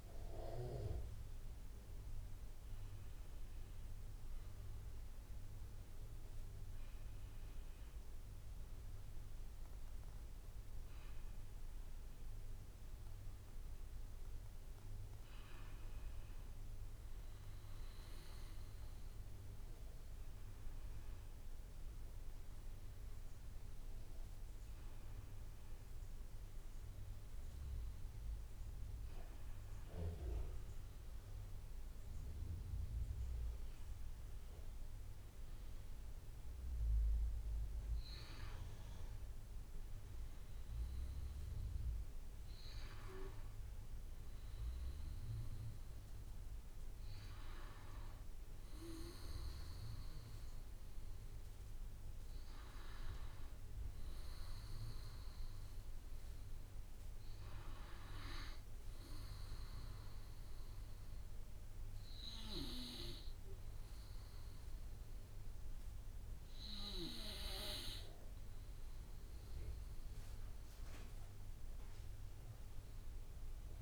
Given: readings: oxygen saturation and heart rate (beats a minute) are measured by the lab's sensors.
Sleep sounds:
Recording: breathing in sleep by a room microphone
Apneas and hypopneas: none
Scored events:
12.50-20.50 s: oxygen desaturation (device-marked, oxygen 100% before, 97% lowest, heart rate 68 before, 51 extreme)
16.50-73.82 s: new sleep stage, N2 (light sleep)
From the record:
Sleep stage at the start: N1 (lightest sleep)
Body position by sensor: on the back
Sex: male

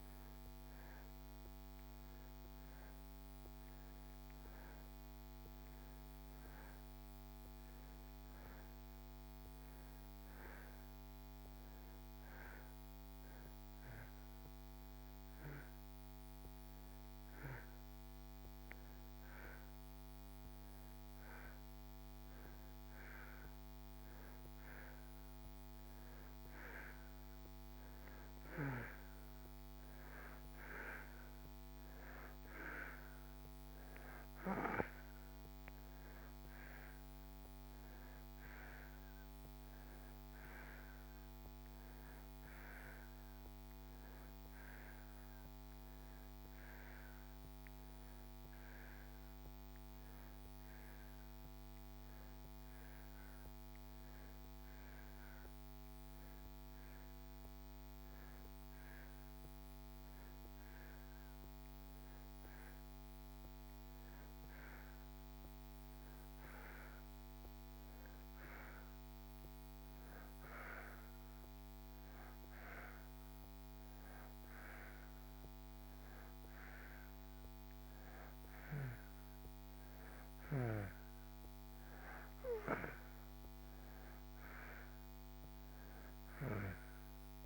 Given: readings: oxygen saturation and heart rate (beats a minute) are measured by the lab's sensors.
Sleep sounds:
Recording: breathing in sleep by a microphone on the trachea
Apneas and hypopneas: 1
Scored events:
0.00-14.50 s: oxygen desaturation (device-marked, oxygen 89% lowest)
12.50-25.00 s: hypopnea (oxygen 93% before, 89% lowest)
28.50-33.00 s: arousal
37.50-58.50 s: oxygen desaturation (device-marked, oxygen 92% before, 89% lowest)
From the record:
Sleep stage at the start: N2 (light sleep)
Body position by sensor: on the back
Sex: male

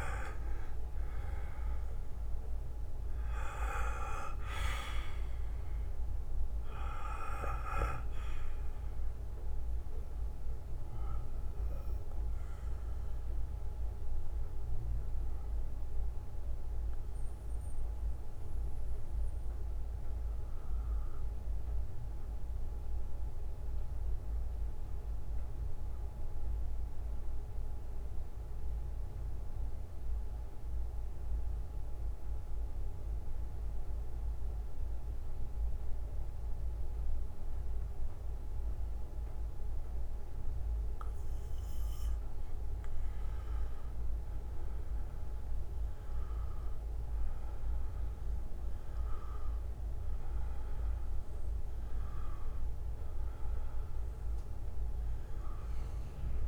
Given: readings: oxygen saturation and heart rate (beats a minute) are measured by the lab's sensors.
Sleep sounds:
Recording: breathing in sleep by a room microphone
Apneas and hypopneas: 1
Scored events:
0.00-1.50 s: arousal
2.00-11.00 s: oxygen desaturation (device-marked, oxygen 99% before, 94% lowest, heart rate 58 before, 48 extreme)
8.00-44.00 s: bradycardia (device-marked, heart rate 59 before, 48 extreme)
15.50-43.00 s: mixed apnea (oxygen 99% before, 90% lowest, heart rate 61 before, 48 extreme, up 21 after)
21.00-34.00 s: oxygen desaturation (device-marked, oxygen 95% before, 90% lowest, heart rate 59 before, 48 extreme)
44.00-49.00 s: arousal
51.00-56.48 s: oxygen desaturation (device-marked, oxygen 97% before, 94% lowest, heart rate 56 before, 53 extreme)
From the record:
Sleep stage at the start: REM sleep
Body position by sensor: on the back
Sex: male

